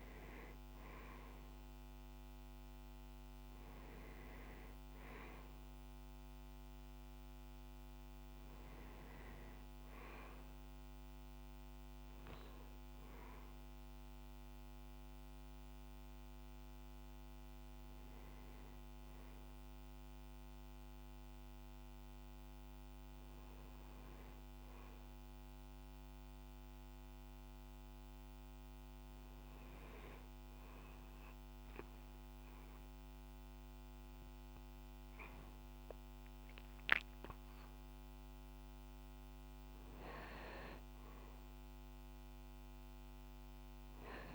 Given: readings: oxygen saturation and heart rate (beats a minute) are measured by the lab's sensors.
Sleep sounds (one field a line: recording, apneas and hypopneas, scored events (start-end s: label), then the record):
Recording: breathing in sleep, hard to hear, by a microphone on the trachea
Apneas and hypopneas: none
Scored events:
none scored
From the record:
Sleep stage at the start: N2 (light sleep)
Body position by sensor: on the back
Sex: male